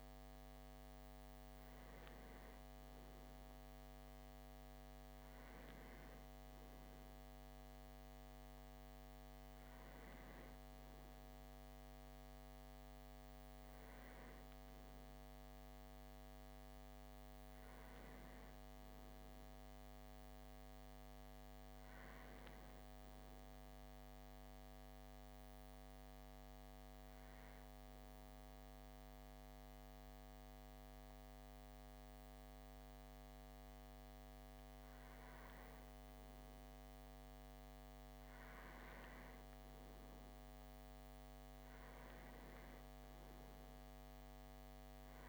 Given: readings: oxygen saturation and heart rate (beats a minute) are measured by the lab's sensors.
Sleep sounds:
breathing in sleep, hard to hear, by a microphone on the trachea; 1
23.00-34.00 s: obstructive apnea (oxygen 95% before, 93% lowest, heart rate 43 before, 25 extreme)
36.00-40.50 s: arousal
From the record:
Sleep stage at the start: REM sleep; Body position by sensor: on the back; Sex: male

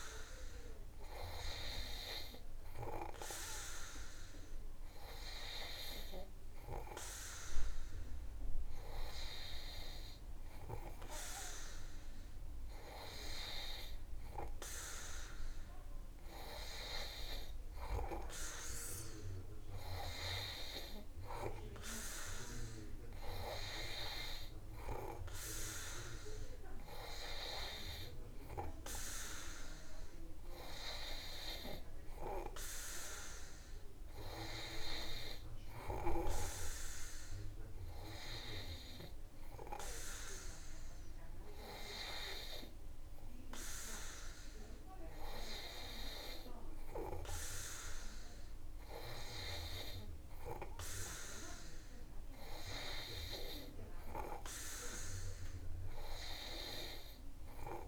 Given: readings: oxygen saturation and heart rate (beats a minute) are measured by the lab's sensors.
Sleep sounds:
breathing in sleep by a room microphone; none
none scored
From the record:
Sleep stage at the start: N2 (light sleep); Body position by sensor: on the back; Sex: male

